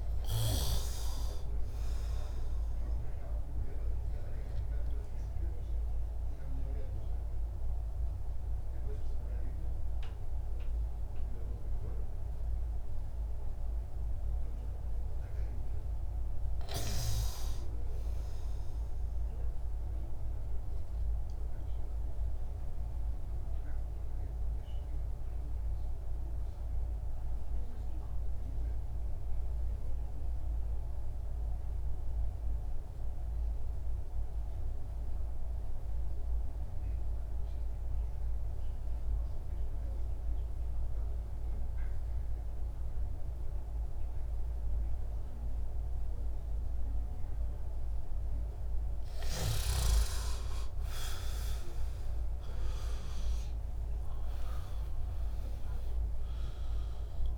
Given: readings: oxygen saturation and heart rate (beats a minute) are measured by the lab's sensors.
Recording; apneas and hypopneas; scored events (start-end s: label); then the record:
breathing in sleep by a room microphone; 2
0.00-21.50 s: oxygen desaturation (device-marked, oxygen 92% lowest, heart rate 56 extreme)
2.50-15.00 s: obstructive apnea (oxygen 99% before, 87% lowest, heart rate 67 before, 56 extreme, up 3 after)
17.50-20.50 s: arousal
23.50-47.50 s: obstructive apnea (oxygen 99% before, 87% lowest, heart rate 67 before, 57 extreme, up 8 after)
42.50-57.37 s: oxygen desaturation (device-marked, oxygen 97% before, 87% lowest, heart rate 60 before, 57 extreme)
49.50-53.50 s: arousal
From the record:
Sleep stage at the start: N2 (light sleep); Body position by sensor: on the back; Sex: male